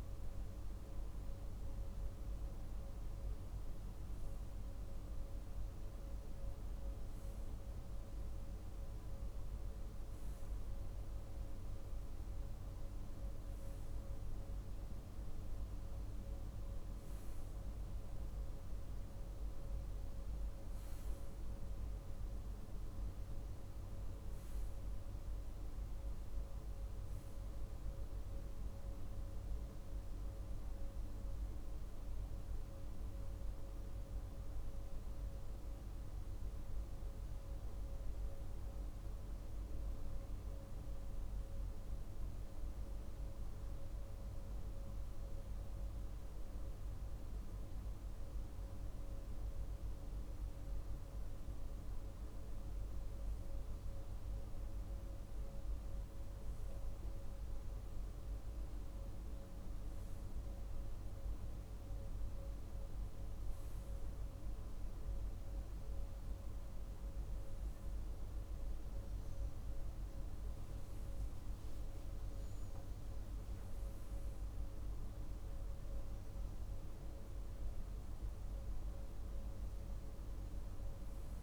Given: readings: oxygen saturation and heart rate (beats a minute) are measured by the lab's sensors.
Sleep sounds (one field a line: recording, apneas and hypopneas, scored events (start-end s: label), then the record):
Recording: breathing in sleep, hard to hear, by a room microphone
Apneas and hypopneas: 1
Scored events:
30.00-53.50 s: hypopnea (oxygen 96% before, 95% lowest, heart rate 59 before, 52 extreme, up 5 after)
60.00-65.00 s: arousal
From the record:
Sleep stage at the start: REM sleep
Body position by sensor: on the right side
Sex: male